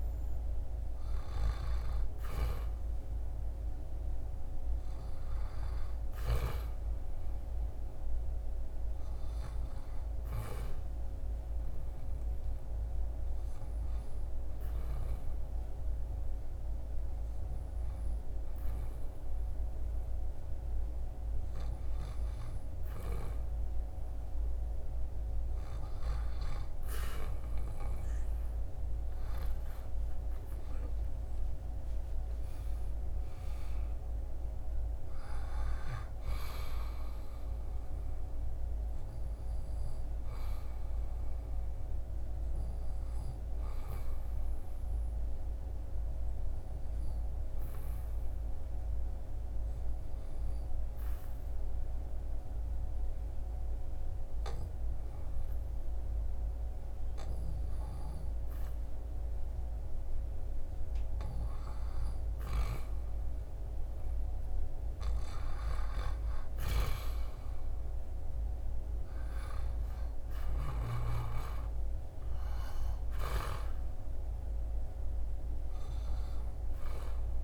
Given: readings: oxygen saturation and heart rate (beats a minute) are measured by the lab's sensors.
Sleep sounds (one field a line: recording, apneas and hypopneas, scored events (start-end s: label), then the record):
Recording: breathing in sleep by a room microphone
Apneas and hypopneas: 2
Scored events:
5.50-77.44 s: new sleep stage, N2 (light sleep)
10.00-22.00 s: hypopnea (oxygen 99% before, 95% lowest, heart rate 78 before, 75 extreme, up 4 after)
25.00-29.50 s: arousal
45.50-59.50 s: obstructive apnea (oxygen 97% before, 95% lowest, heart rate 79 before, 68 extreme, up 3 after)
61.50-65.00 s: arousal
From the record:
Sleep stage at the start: N1 (lightest sleep)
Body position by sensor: on the back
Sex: male